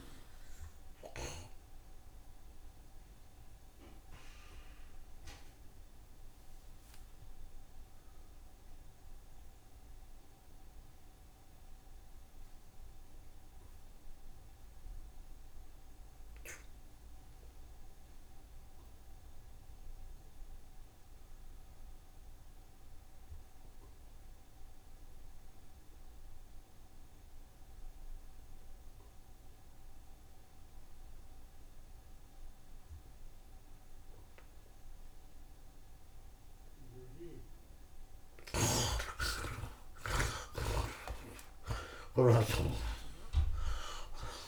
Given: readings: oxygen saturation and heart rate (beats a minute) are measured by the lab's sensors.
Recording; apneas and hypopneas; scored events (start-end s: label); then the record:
breathing in sleep by a room microphone; 1
0.00-16.00 s: oxygen desaturation (device-marked, oxygen 49% lowest, heart rate 59 extreme)
2.00-37.00 s: obstructive apnea (oxygen 59% before, 49% lowest, heart rate 111 before, 34 extreme)
5.00-7.00 s: tachycardia (device-marked, heart rate 85 before, 91 extreme)
5.50-7.50 s: long interval between heartbeats (device-marked, heart rate 110 before, 91 extreme)
15.50-17.50 s: long interval between heartbeats (device-marked, heart rate 92 before, 91 extreme)
16.00-18.00 s: tachycardia (device-marked, heart rate 85 before, 96 extreme)
18.00-44.48 s: oxygen desaturation (device-marked, oxygen 84% before, 51% lowest, heart rate 91 before, 34 extreme)
19.00-21.00 s: long interval between heartbeats (device-marked, heart rate 91 before, 114 extreme)
31.00-33.00 s: long interval between heartbeats (device-marked, heart rate 91 before, 66 extreme)
35.00-37.00 s: long interval between heartbeats (device-marked, heart rate 86 before, 67 extreme)
36.00-44.48 s: tachycardia (device-marked, heart rate 85 before, 149 extreme)
38.00-40.00 s: long interval between heartbeats (device-marked, heart rate 83 before, 88 extreme)
39.50-44.48 s: arousal
42.50-44.48 s: long interval between heartbeats (device-marked, heart rate 84 before, 136 extreme)
From the record:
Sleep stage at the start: N2 (light sleep); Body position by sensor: on the right side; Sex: male